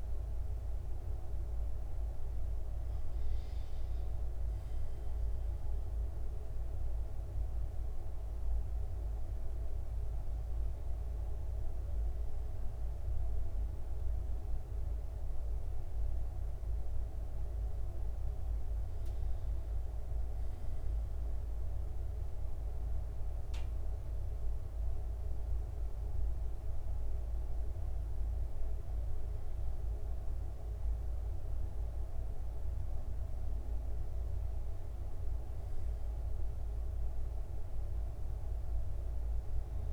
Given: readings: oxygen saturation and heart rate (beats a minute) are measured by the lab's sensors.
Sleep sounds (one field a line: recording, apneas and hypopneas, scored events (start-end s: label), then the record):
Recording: breathing in sleep, hard to hear, by a room microphone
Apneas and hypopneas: none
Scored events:
none scored
From the record:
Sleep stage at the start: N1 (lightest sleep)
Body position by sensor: on the right side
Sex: male